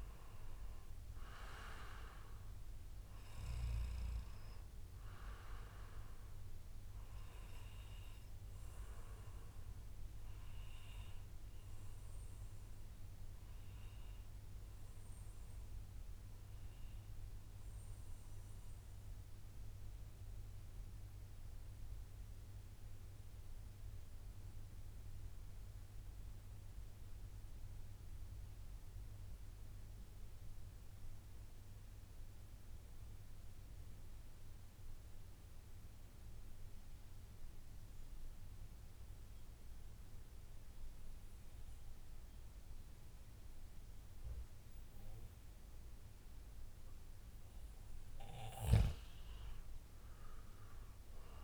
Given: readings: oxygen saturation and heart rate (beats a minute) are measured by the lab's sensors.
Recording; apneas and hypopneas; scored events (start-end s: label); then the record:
breathing in sleep by a room microphone; 1
7.50-45.50 s: obstructive apnea (oxygen 98% before, 90% lowest, heart rate 132 before, 114 extreme, up 29 after)
48.00-51.44 s: arousal
From the record:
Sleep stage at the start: REM sleep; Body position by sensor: on the back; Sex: male